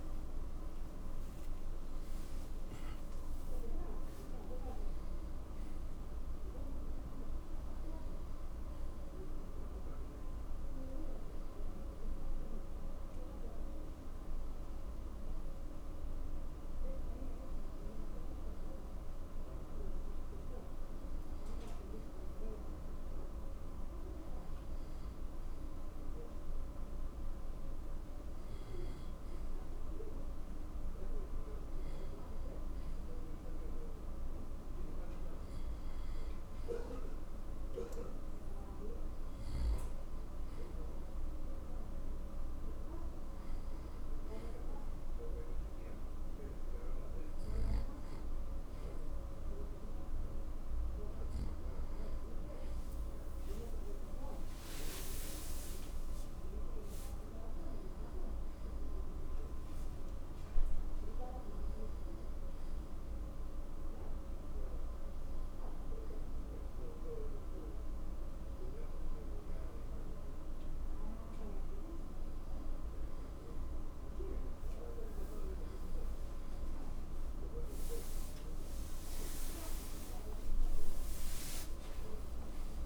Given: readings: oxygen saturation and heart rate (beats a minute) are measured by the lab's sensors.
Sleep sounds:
a person partly awake in a sleep study, hard to hear, by a room microphone; none
12.50-82.86 s: new sleep stage, N1 (lightest sleep)
From the record:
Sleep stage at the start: awake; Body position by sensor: on the right side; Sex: male

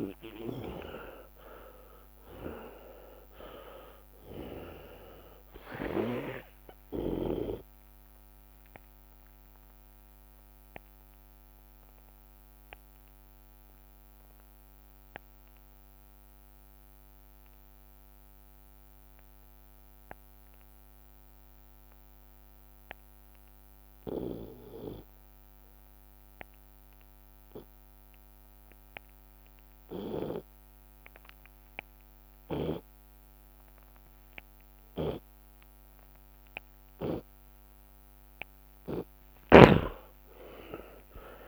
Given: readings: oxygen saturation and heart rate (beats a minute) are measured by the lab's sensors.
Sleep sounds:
breathing in sleep by a microphone on the trachea; 1
0.00-1.00 s: snoring (device-marked)
0.00-1.50 s: long interval between heartbeats (device-marked, heart rate 120 extreme)
0.00-5.50 s: tachycardia (device-marked, heart rate 158 extreme)
1.50-3.50 s: long interval between heartbeats (device-marked, heart rate 107 before, 125 extreme)
5.50-7.50 s: long interval between heartbeats (device-marked, heart rate 120 before, 105 extreme)
6.50-10.50 s: drop in pulse transit time (device-marked, heart rate 123 before, 70 extreme)
7.50-9.50 s: long interval between heartbeats (device-marked, heart rate 124 before, 88 extreme)
9.00-37.00 s: obstructive apnea (oxygen 98% before, 83% lowest, heart rate 125 before, 26 extreme)
9.50-11.50 s: long interval between heartbeats (device-marked, heart rate 125 before, 58 extreme)
11.50-13.50 s: long interval between heartbeats (device-marked, heart rate 121 before, 57 extreme)
15.50-31.50 s: oxygen desaturation (device-marked, oxygen 96% before, 84% lowest, heart rate 106 before, 32 extreme)
21.50-23.50 s: long interval between heartbeats (device-marked, heart rate 76 before, 32 extreme)
22.50-31.50 s: drop in pulse transit time (device-marked, heart rate 71 before, 49 extreme)
24.00-30.50 s: snoring (device-marked)
25.50-27.50 s: long interval between heartbeats (device-marked, heart rate 59 before, 62 extreme)
32.50-34.50 s: long interval between heartbeats (device-marked, heart rate 51 before, 49 extreme)
35.00-37.00 s: long interval between heartbeats (device-marked, heart rate 50 before, 48 extreme)
35.00-41.48 s: snoring (device-marked)
37.50-41.48 s: tachycardia (device-marked, heart rate 75 before, 129 extreme)
38.00-41.48 s: arousal
40.00-41.48 s: long interval between heartbeats (device-marked, heart rate 54 before, 97 extreme)
From the record:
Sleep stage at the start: N2 (light sleep); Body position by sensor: on the left side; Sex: male

